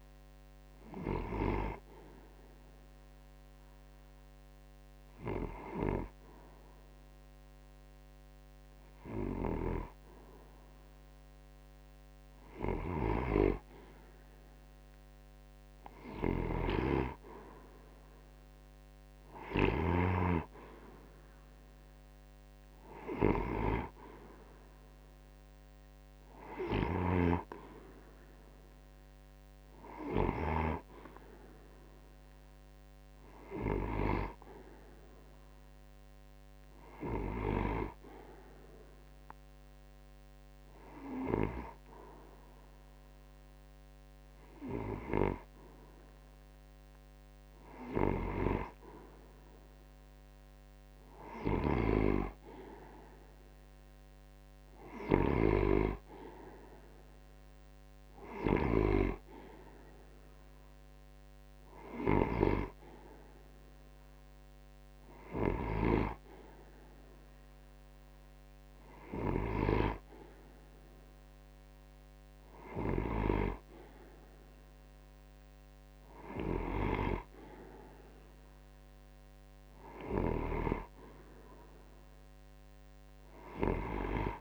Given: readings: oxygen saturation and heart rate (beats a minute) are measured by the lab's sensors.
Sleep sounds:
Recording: breathing in sleep by a microphone on the trachea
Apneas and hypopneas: 1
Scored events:
0.00-7.00 s: oxygen desaturation (device-marked, oxygen 89% lowest)
0.50-13.00 s: hypopnea (oxygen 92% before, 89% lowest)
12.00-19.50 s: snoring (device-marked)
16.00-19.50 s: arousal
From the record:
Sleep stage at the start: N2 (light sleep)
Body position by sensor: on the right side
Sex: male

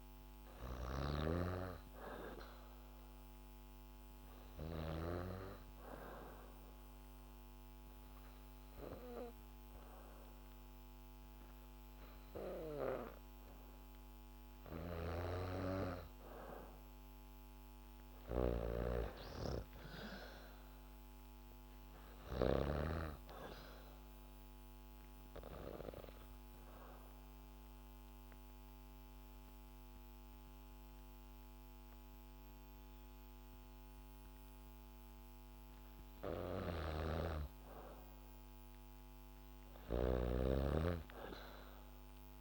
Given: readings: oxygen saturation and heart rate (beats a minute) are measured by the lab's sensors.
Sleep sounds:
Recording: breathing in sleep by a microphone on the trachea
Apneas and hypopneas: 2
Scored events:
0.00-1.00 s: snoring (device-marked)
0.00-1.50 s: arousal
4.00-12.00 s: oxygen desaturation (device-marked, oxygen 95% before, 92% lowest, heart rate 71 before, 66 extreme)
6.50-16.50 s: obstructive apnea (oxygen 95% before, 91% lowest, heart rate 71 before, 66 extreme, up 3 after)
18.00-22.00 s: arousal
18.00-22.50 s: snoring (device-marked)
24.50-36.00 s: obstructive apnea (oxygen 95% before, 91% lowest, heart rate 71 before, 66 extreme, up 4 after)
26.00-40.00 s: oxygen desaturation (device-marked, oxygen 95% before, 91% lowest, heart rate 71 before, 66 extreme)
36.50-42.41 s: snoring (device-marked)
39.00-41.50 s: arousal
From the record:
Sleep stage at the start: N2 (light sleep)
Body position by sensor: on the back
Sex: female

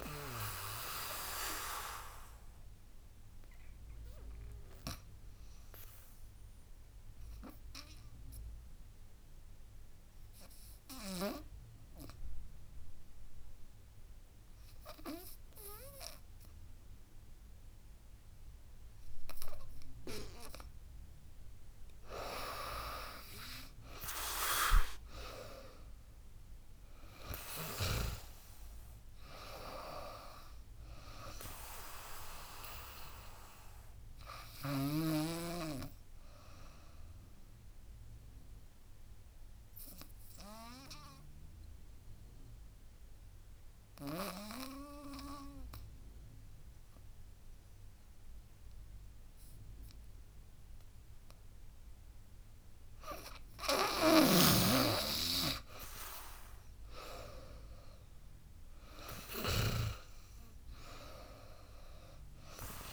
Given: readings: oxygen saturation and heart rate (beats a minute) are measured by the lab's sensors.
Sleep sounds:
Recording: breathing in sleep by a room microphone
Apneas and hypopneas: 2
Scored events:
0.00-9.00 s: drop in pulse transit time (device-marked, heart rate 80 extreme)
0.00-19.00 s: oxygen desaturation (device-marked, oxygen 89% lowest, heart rate 66 extreme)
1.50-20.50 s: obstructive apnea (oxygen 98% before, 89% lowest, heart rate 79 before, 66 extreme, up 12 after)
21.00-45.00 s: oxygen desaturation (device-marked, oxygen 98% before, 91% lowest, heart rate 80 before, 66 extreme)
22.00-25.00 s: arousal
24.00-35.00 s: drop in pulse transit time (device-marked, heart rate 80 before, 75 extreme)
35.50-53.00 s: obstructive apnea (oxygen 98% before, 90% lowest, heart rate 83 before, 66 extreme, up 17 after)
54.00-59.50 s: snoring (device-marked)
55.50-58.50 s: arousal
57.00-62.93 s: drop in pulse transit time (device-marked, heart rate 73 before, 74 extreme)
59.00-62.93 s: oxygen desaturation (device-marked, oxygen 99% before, 90% lowest, heart rate 75 before, 66 extreme)
From the record:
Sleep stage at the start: N2 (light sleep)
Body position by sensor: on the back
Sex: female

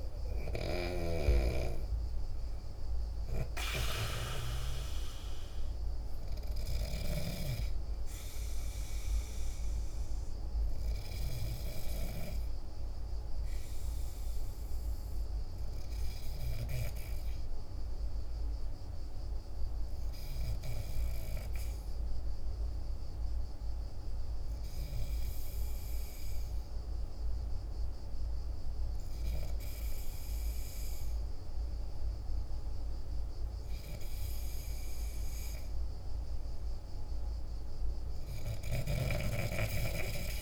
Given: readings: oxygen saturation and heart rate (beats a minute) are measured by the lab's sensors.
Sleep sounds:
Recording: breathing in sleep by a room microphone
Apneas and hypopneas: 1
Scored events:
17.50-32.50 s: hypopnea (oxygen 97% before, 94% lowest, heart rate 58 before, 50 extreme, up 3 after)
34.00-38.50 s: arousal
36.00-40.42 s: oxygen desaturation (device-marked, oxygen 98% before, 94% lowest, heart rate 51 before, 50 extreme)
38.50-40.42 s: snoring (device-marked)
From the record:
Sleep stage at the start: N2 (light sleep)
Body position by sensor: on the back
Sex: male

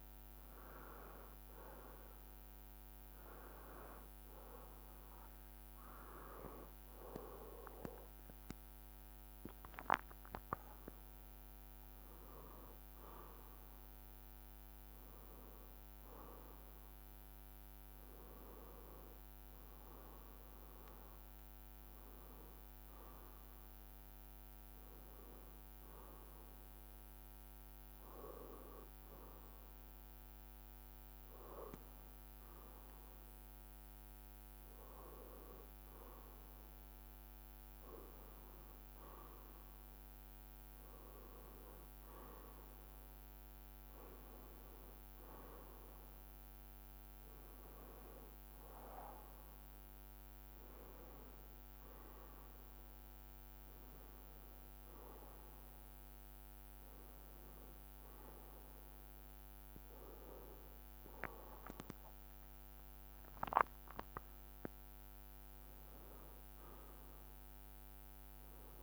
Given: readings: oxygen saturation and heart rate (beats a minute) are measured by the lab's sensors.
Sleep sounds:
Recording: breathing in sleep by a microphone on the trachea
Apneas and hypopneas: 1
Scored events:
0.00-2.00 s: bradycardia (device-marked, heart rate 57 extreme)
0.00-7.00 s: oxygen desaturation (device-marked, oxygen 93% lowest, heart rate 58 extreme)
1.00-11.00 s: hypopnea (oxygen 96% before, 93% lowest, heart rate 59 before, 58 extreme, up 7 after)
5.50-7.50 s: long interval between heartbeats (device-marked, heart rate 59 before, 69 extreme)
13.00-17.00 s: arousal
13.00-25.00 s: drop in pulse transit time (device-marked, heart rate 63 before, 60 extreme)
26.00-32.00 s: bradycardia (device-marked, heart rate 65 before, 58 extreme)
58.50-63.00 s: arousal
From the record:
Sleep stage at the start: N1 (lightest sleep)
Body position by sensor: on the left side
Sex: male

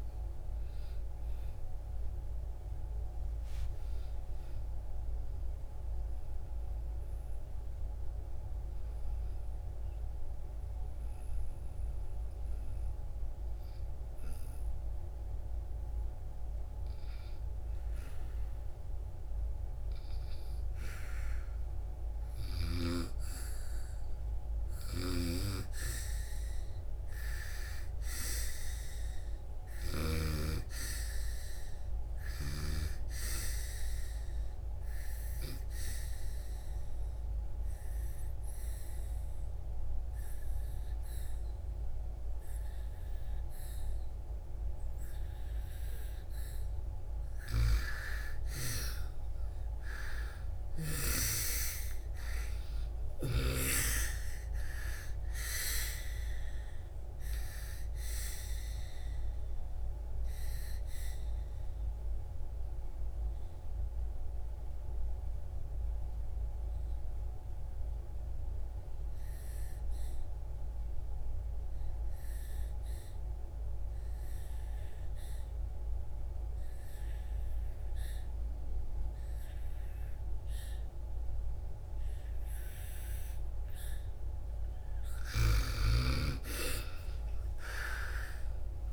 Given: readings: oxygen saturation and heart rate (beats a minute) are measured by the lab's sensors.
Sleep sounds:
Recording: breathing in sleep by a room microphone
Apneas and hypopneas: 3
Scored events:
0.00-18.50 s: oxygen desaturation (device-marked, oxygen 83% lowest)
9.00-20.50 s: obstructive apnea (oxygen 94% before, 83% lowest)
22.00-26.00 s: arousal
25.50-42.50 s: oxygen desaturation (device-marked, oxygen 99% before, 92% lowest)
33.50-45.50 s: obstructive apnea (oxygen 99% before, 81% lowest)
47.50-68.50 s: oxygen desaturation (device-marked, oxygen 95% before, 86% lowest)
51.50-55.50 s: arousal
59.00-83.50 s: mixed apnea (oxygen 95% before, 81% lowest)
76.50-88.93 s: oxygen desaturation (device-marked, oxygen 98% before, 81% lowest)
84.50-88.93 s: snoring (device-marked)
86.50-88.93 s: arousal
From the record:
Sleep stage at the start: N2 (light sleep)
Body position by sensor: on the back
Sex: female

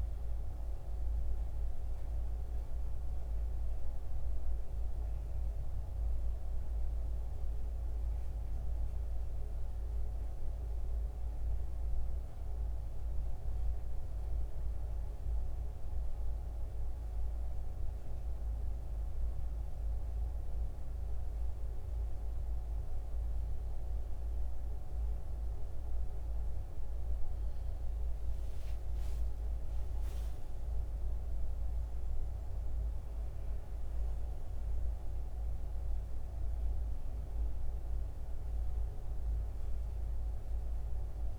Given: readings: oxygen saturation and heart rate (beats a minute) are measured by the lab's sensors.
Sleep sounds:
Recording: breathing in sleep, hard to hear, by a room microphone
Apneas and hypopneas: 1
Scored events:
13.00-24.00 s: obstructive apnea (oxygen 93% before, 88% lowest, heart rate 75 before, 68 extreme, up 8 after)
28.00-32.50 s: arousal
35.00-41.39 s: oxygen desaturation (device-marked, oxygen 91% before, 88% lowest, heart rate 72 before, 69 extreme)
39.00-41.39 s: new sleep stage, N2 (light sleep)
From the record:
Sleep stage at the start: N1 (lightest sleep)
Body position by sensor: on the back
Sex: male

